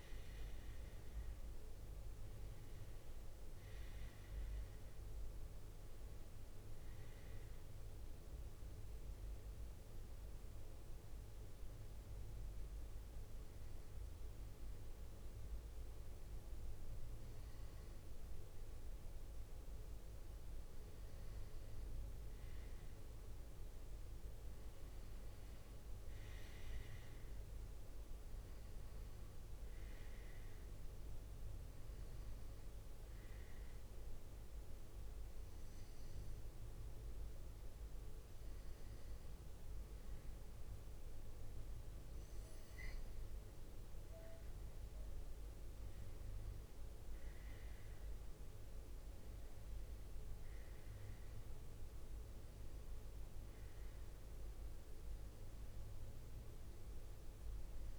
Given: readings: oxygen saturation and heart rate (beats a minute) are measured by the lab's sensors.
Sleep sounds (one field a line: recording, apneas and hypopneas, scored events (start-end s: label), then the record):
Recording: breathing in sleep, hard to hear, by a room microphone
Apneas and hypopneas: none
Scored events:
0.00-1.00 s: arousal
52.50-57.99 s: new sleep stage, N2 (light sleep)
From the record:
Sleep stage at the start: N1 (lightest sleep)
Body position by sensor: on the right side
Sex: male